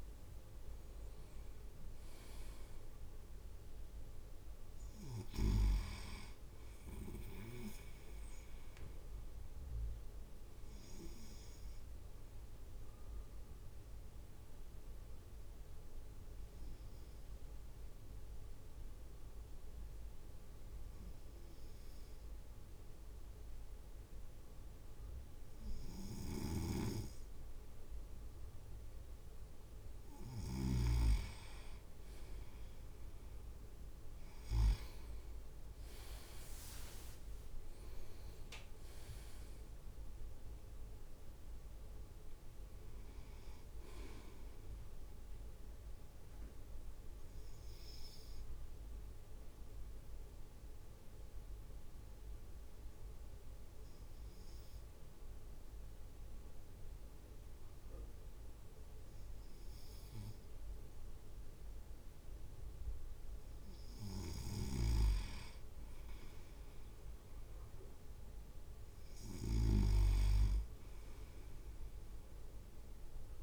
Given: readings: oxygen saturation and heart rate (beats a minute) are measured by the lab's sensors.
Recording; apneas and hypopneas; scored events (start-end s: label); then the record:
breathing in sleep by a room microphone; 2
12.00-29.00 s: obstructive apnea (oxygen 99% before, 97% lowest)
26.00-30.50 s: snoring (device-marked)
37.50-41.50 s: arousal
46.50-62.50 s: obstructive apnea (oxygen 99% before, 97% lowest)
64.50-70.00 s: snoring (device-marked)
66.00-69.00 s: arousal
From the record:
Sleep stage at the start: N2 (light sleep); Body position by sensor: on the right side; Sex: male